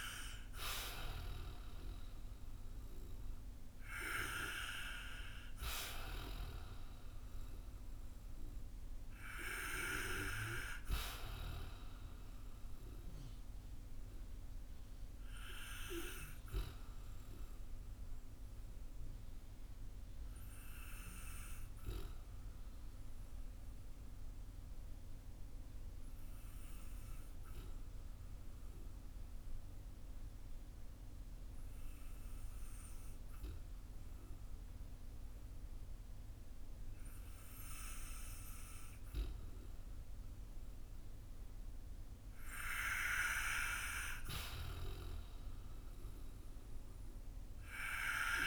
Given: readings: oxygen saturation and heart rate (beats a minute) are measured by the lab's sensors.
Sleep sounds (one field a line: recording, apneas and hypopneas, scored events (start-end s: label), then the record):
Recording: breathing in sleep by a room microphone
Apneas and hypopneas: 1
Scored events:
17.50-41.50 s: obstructive apnea (oxygen 96% before, 92% lowest, heart rate 52 before, 51 extreme, up 4 after)
45.00-48.47 s: arousal
From the record:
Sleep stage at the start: N2 (light sleep)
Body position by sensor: on the back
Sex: male